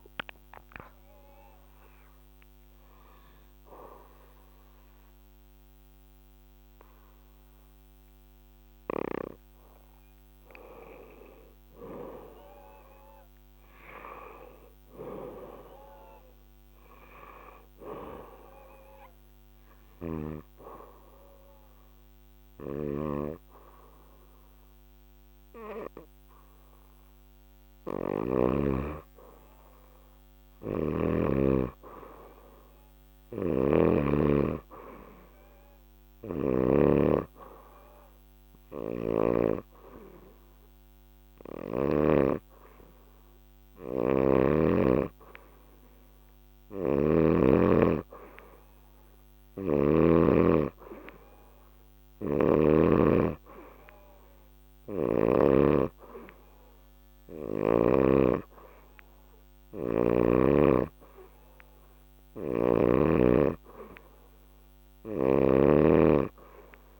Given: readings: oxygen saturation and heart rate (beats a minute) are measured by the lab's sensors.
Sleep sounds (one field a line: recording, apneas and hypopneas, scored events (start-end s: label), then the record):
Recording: breathing in sleep by a microphone on the trachea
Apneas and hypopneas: 1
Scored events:
0.00-6.50 s: oxygen desaturation (device-marked, oxygen 90% lowest, heart rate 93 extreme)
0.50-10.50 s: hypopnea (oxygen 97% before, 90% lowest, heart rate 191 before, 93 extreme)
13.50-16.00 s: arousal
22.00-28.00 s: snoring (device-marked)
30.00-36.50 s: snoring (device-marked)
36.50-44.50 s: oxygen desaturation (device-marked, oxygen 97% before, 93% lowest, heart rate 124 before, 90 extreme)
43.50-47.00 s: snoring (device-marked)
51.50-55.00 s: snoring (device-marked)
64.50-66.99 s: snoring (device-marked)
From the record:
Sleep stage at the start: N2 (light sleep)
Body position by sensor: on the back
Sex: female